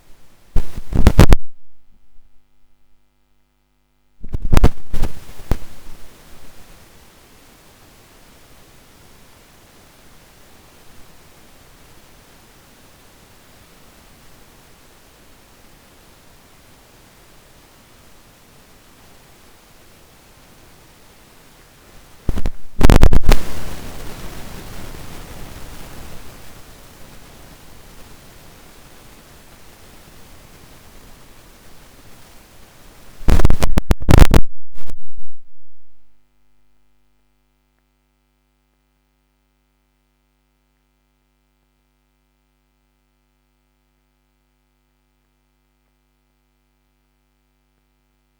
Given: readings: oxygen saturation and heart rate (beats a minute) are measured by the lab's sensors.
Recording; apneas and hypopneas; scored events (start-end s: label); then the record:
a person awake in a sleep study, by a microphone on the trachea; none
39.00-48.40 s: new sleep stage, N1 (lightest sleep)
From the record:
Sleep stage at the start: awake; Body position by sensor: on the back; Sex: male